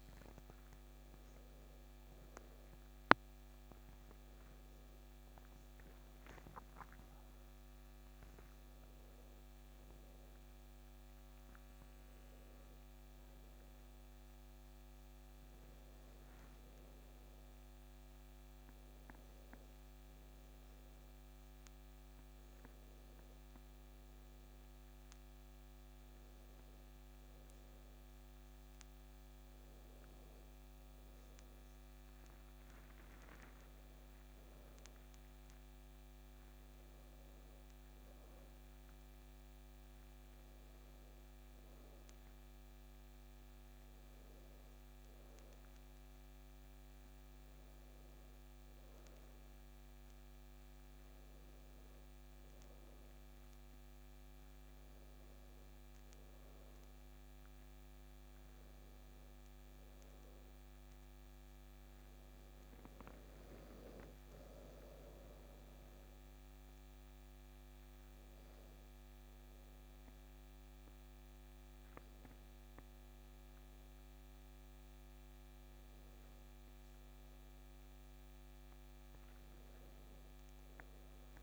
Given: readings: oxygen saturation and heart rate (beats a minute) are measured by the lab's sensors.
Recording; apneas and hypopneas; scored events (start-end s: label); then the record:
a person partly awake in a sleep study, hard to hear, by a microphone on the trachea; none
15.50-45.50 s: new sleep stage, N2 (light sleep)
45.50-81.43 s: new sleep stage, N1 (lightest sleep)
From the record:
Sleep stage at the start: awake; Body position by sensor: on the back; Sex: male